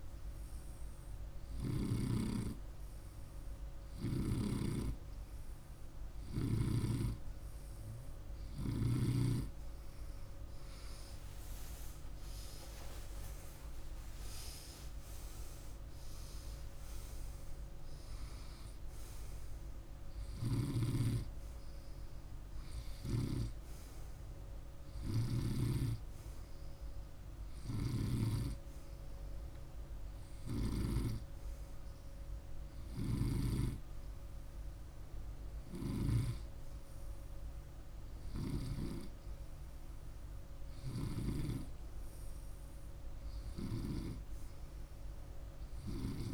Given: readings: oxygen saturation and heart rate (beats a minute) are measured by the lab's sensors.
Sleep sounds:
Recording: breathing in sleep by a room microphone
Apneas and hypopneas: none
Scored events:
3.50-8.50 s: snoring (device-marked)
10.50-16.00 s: arousal
19.50-25.00 s: snoring (device-marked)
27.00-35.50 s: snoring (device-marked)
From the record:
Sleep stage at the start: N2 (light sleep)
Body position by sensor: on the right side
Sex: male

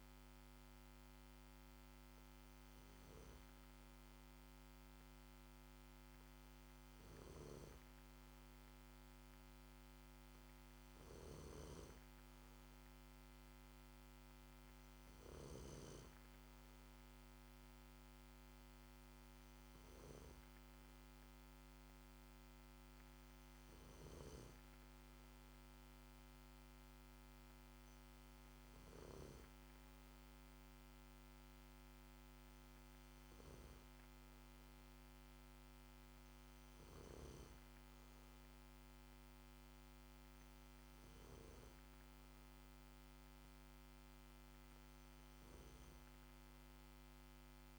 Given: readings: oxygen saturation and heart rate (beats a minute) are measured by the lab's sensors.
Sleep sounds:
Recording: breathing in sleep by a microphone on the trachea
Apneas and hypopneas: none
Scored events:
none scored
From the record:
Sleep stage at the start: N2 (light sleep)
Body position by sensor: on the back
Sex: male

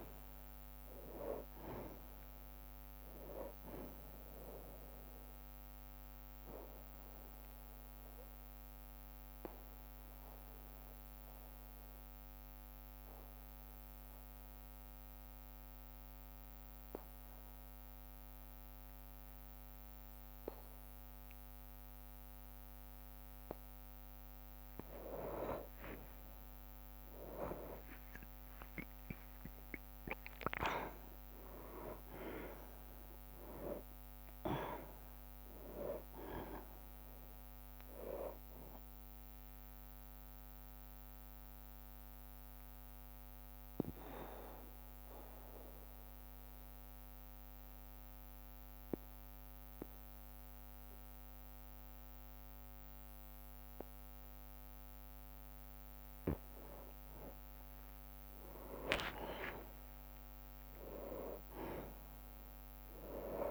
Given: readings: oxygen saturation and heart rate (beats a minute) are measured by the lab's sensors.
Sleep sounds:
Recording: breathing in sleep by a microphone on the trachea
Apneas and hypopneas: 2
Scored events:
0.00-5.00 s: drop in pulse transit time (device-marked, heart rate 48 extreme)
0.00-25.00 s: oxygen desaturation (device-marked, oxygen 90% lowest, heart rate 46 extreme)
2.00-32.00 s: bradycardia (device-marked, heart rate 60 before, 49 extreme)
5.00-23.50 s: obstructive apnea (oxygen 98% before, 90% lowest, heart rate 56 before, 46 extreme, up 7 after)
25.50-30.50 s: arousal
27.00-41.00 s: drop in pulse transit time (device-marked, heart rate 54 before, 49 extreme)
35.00-56.00 s: oxygen desaturation (device-marked, oxygen 97% before, 91% lowest, heart rate 54 before, 46 extreme)
37.00-61.00 s: bradycardia (device-marked, heart rate 59 before, 46 extreme)
39.50-55.00 s: mixed apnea (oxygen 97% before, 90% lowest, heart rate 57 before, 46 extreme, up 8 after)
58.50-63.50 s: arousal
59.00-63.50 s: drop in pulse transit time (device-marked, heart rate 54 before, 56 extreme)
From the record:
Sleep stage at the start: N2 (light sleep)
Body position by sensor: on the back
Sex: male

